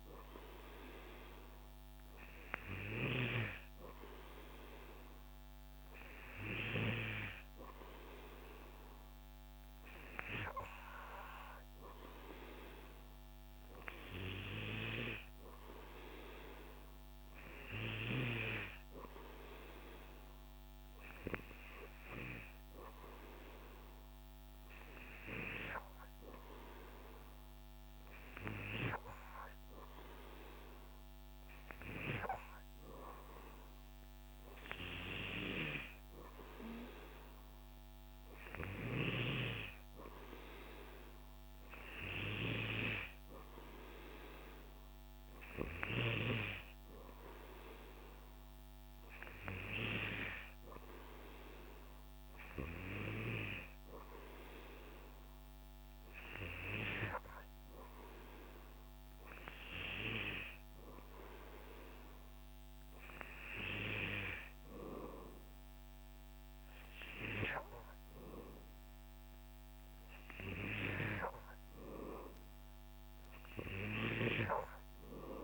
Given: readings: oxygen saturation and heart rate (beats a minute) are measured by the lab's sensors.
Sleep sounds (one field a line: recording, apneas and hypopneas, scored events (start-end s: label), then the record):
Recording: breathing in sleep by a microphone on the trachea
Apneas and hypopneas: none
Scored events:
7.00-75.44 s: new sleep stage, N3 (deep sleep)
From the record:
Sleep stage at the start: N2 (light sleep)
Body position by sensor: on the back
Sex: male